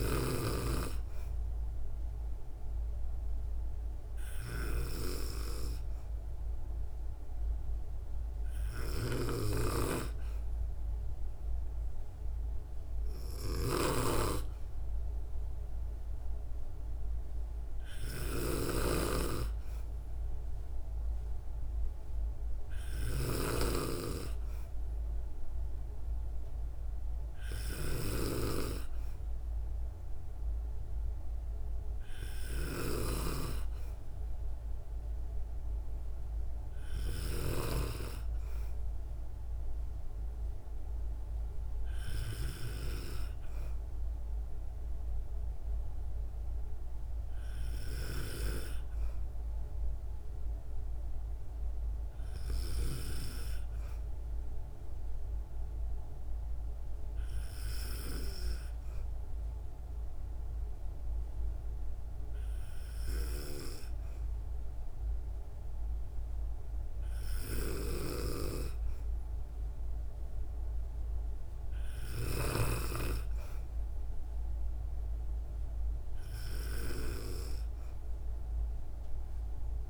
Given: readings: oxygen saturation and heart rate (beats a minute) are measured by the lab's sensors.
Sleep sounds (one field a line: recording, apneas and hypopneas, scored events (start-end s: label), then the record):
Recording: breathing in sleep by a room microphone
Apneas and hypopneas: none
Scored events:
13.00-23.00 s: snoring (device-marked)
From the record:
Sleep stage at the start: N2 (light sleep)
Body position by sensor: on the back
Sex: female